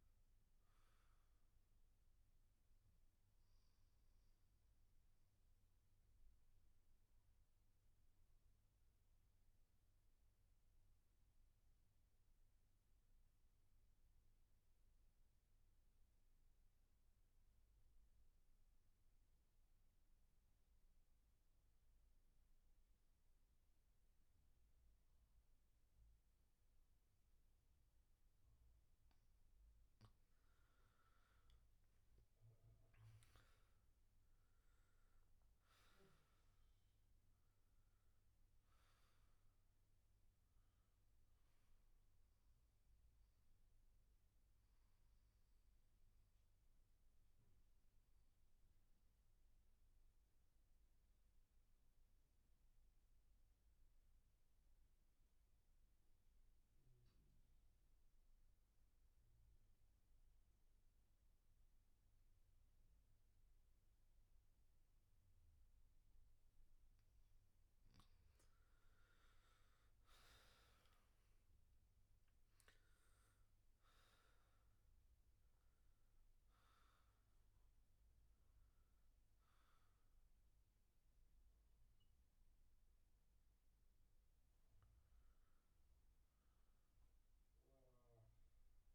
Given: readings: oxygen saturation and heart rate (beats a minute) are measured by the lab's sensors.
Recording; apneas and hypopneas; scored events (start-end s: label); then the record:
breathing in sleep, hard to hear, by a room microphone; 2
0.00-17.50 s: oxygen desaturation (device-marked, oxygen 81% lowest, heart rate 60 extreme)
3.50-26.50 s: obstructive apnea (oxygen 98% before, 80% lowest, heart rate 71 before, 60 extreme, up 11 after)
30.00-34.50 s: arousal
31.50-50.50 s: oxygen desaturation (device-marked, oxygen 98% before, 82% lowest, heart rate 64 before, 64 extreme)
43.50-65.50 s: obstructive apnea (oxygen 100% before, 80% lowest, heart rate 72 before, 64 extreme, up 15 after)
63.50-88.95 s: oxygen desaturation (device-marked, oxygen 98% before, 80% lowest, heart rate 66 before, 63 extreme)
69.00-72.50 s: arousal
From the record:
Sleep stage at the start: N2 (light sleep); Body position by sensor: on the back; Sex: male